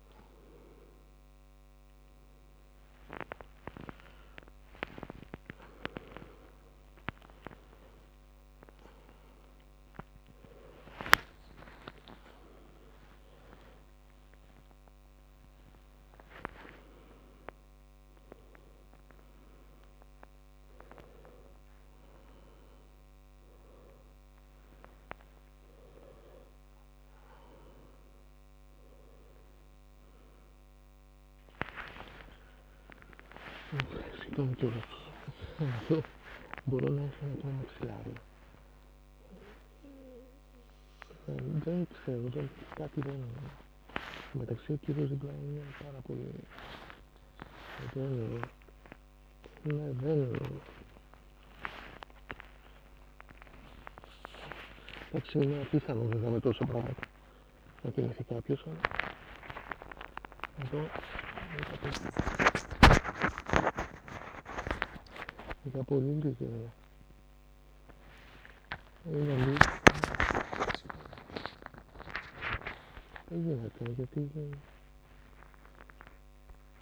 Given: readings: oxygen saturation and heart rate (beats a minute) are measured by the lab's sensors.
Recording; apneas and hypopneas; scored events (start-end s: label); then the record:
a person awake in a sleep study, by a microphone on the trachea; none
3.00-10.00 s: tachycardia (device-marked, heart rate 69 before, 114 extreme)
18.00-25.00 s: tachycardia (device-marked, heart rate 71 before, 117 extreme)
22.00-24.00 s: long interval between heartbeats (device-marked, heart rate 104 before, 117 extreme)
53.50-55.50 s: long interval between heartbeats (device-marked, heart rate 92 before, 99 extreme)
54.00-56.00 s: tachycardia (device-marked, heart rate 72 before, 100 extreme)
From the record:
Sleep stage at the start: awake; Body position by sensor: on the back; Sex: male